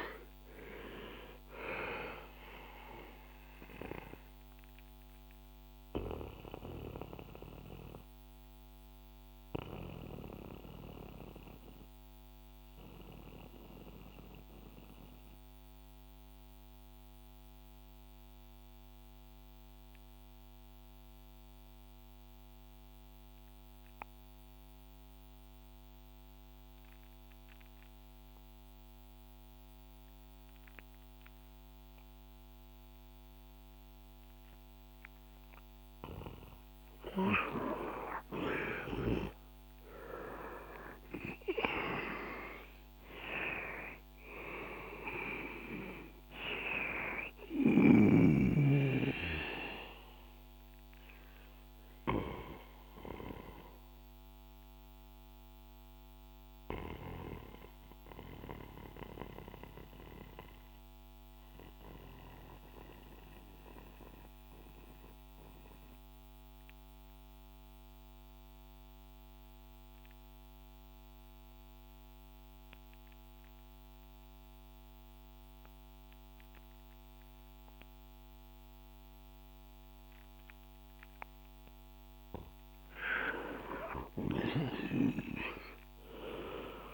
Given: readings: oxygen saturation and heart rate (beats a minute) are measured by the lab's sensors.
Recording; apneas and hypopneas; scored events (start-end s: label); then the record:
breathing in sleep by a microphone on the trachea; 2
0.00-21.00 s: oxygen desaturation (device-marked, oxygen 89% lowest, heart rate 61 extreme)
3.50-36.00 s: mixed apnea (oxygen 98% before, 87% lowest, heart rate 68 before, 59 extreme, up 7 after)
37.00-70.00 s: oxygen desaturation (device-marked, oxygen 98% before, 87% lowest, heart rate 64 before, 59 extreme)
39.00-43.50 s: arousal
49.50-82.50 s: mixed apnea (oxygen 98% before, 87% lowest, heart rate 67 before, 60 extreme, up 11 after)
85.00-86.94 s: arousal
From the record:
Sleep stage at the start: N2 (light sleep); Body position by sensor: on the back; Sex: male